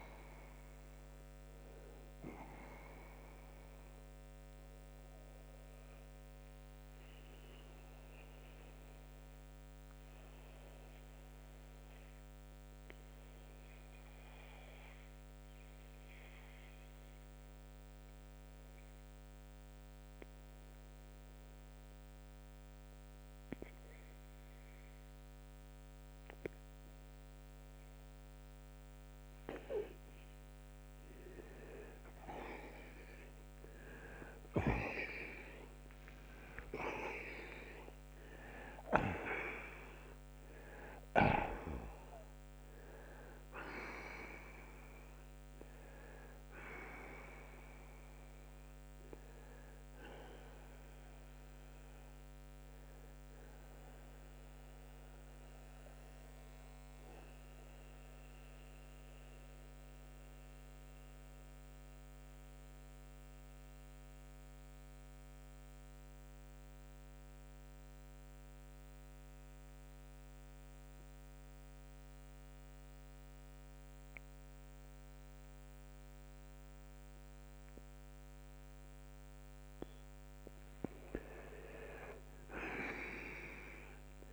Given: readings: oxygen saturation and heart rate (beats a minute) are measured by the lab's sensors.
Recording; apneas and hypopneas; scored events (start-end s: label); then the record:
breathing in sleep by a microphone on the trachea; 2
2.00-35.00 s: oxygen desaturation (device-marked, oxygen 96% before, 87% lowest, heart rate 92 before, 58 extreme)
4.50-30.50 s: mixed apnea (oxygen 96% before, 85% lowest, heart rate 93 before, 58 extreme, up 48 after)
33.00-63.00 s: new sleep stage, N1 (lightest sleep)
34.00-38.00 s: arousal
53.50-80.00 s: mixed apnea (oxygen 94% before, 85% lowest, heart rate 98 before, 66 extreme, up 56 after)
58.00-78.00 s: oxygen desaturation (device-marked, oxygen 92% before, 85% lowest, heart rate 94 before, 66 extreme)
63.00-84.32 s: new sleep stage, N2 (light sleep)
82.00-84.32 s: arousal
From the record:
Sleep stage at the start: N2 (light sleep); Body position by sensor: on the right side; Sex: male